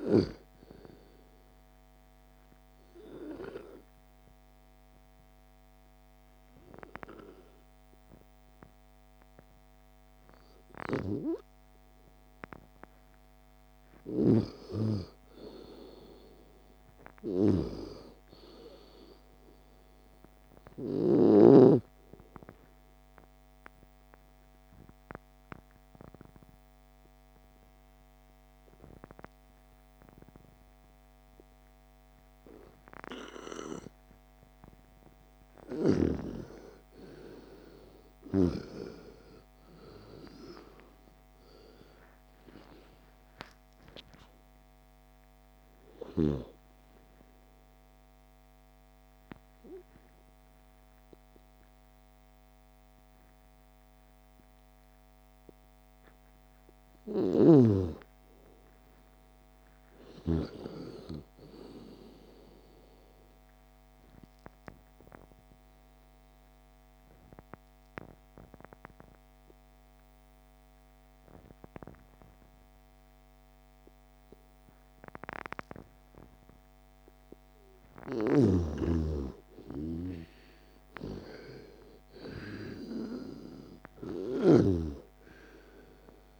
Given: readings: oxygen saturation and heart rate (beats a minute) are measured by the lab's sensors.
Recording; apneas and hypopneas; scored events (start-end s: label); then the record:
breathing in sleep by a microphone on the trachea; 4
1.50-12.50 s: obstructive apnea (oxygen 98% before, 88% lowest, heart rate 51 before, 45 extreme, up 14 after)
2.50-19.50 s: oxygen desaturation (device-marked, oxygen 98% before, 88% lowest, heart rate 52 before, 45 extreme)
15.00-19.00 s: arousal
22.50-34.50 s: obstructive apnea (oxygen 98% before, 88% lowest, heart rate 62 before, 46 extreme, up 50 after)
36.50-41.00 s: arousal
44.50-61.50 s: oxygen desaturation (device-marked, oxygen 97% before, 88% lowest, heart rate 71 before, 46 extreme)
47.50-58.00 s: obstructive apnea (oxygen 98% before, 88% lowest, heart rate 75 before, 46 extreme, up 27 after)
57.00-60.50 s: snoring (device-marked)
59.00-61.50 s: arousal
63.50-76.50 s: obstructive apnea (oxygen 98% before, 85% lowest, heart rate 62 before, 46 extreme, up 5 after)
79.00-83.50 s: arousal
From the record:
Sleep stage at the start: N2 (light sleep); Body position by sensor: on the left side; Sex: female